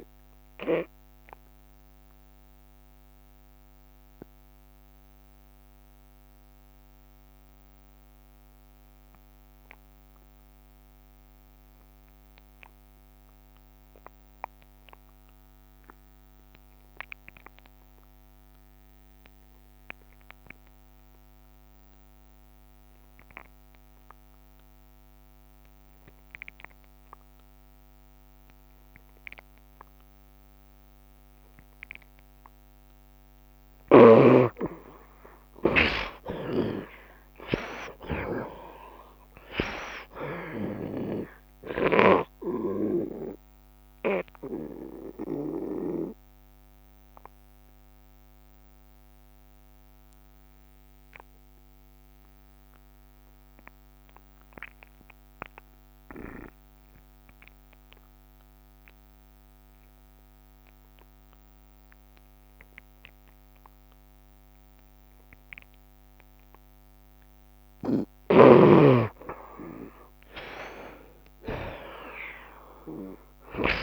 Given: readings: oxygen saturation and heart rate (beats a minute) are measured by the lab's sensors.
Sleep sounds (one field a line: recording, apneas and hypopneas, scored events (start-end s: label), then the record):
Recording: breathing in sleep by a microphone on the trachea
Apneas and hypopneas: 2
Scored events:
0.00-13.50 s: oxygen desaturation (device-marked, oxygen 54% lowest, heart rate 68 extreme)
1.00-33.00 s: mixed apnea (oxygen 61% before, 54% lowest, heart rate 74 before, 68 extreme, up 4 after)
19.50-53.50 s: oxygen desaturation (device-marked, oxygen 87% before, 57% lowest, heart rate 71 before, 69 extreme)
35.00-39.00 s: arousal
43.00-67.50 s: obstructive apnea (oxygen 87% before, 57% lowest, heart rate 71 before, 67 extreme, up 3 after)
61.50-73.83 s: oxygen desaturation (device-marked, oxygen 85% before, 58% lowest, heart rate 73 before, 66 extreme)
69.00-73.50 s: arousal
From the record:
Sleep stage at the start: N2 (light sleep)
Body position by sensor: on the right side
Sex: male